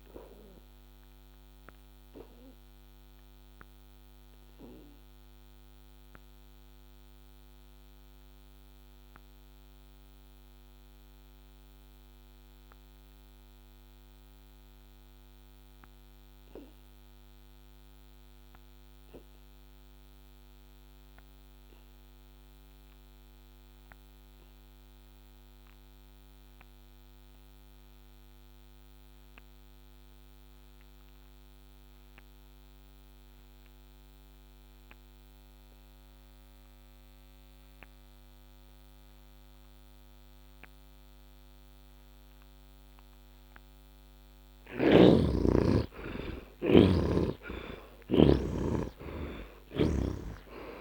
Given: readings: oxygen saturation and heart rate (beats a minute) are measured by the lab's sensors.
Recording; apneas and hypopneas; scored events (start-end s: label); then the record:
breathing in sleep by a microphone on the trachea; 1
0.50-43.00 s: obstructive apnea (heart rate 76 before, 63 extreme, up 20 after)
45.50-50.00 s: arousal
49.00-50.81 s: snoring (device-marked)
From the record:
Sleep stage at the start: N2 (light sleep); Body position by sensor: on the back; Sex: male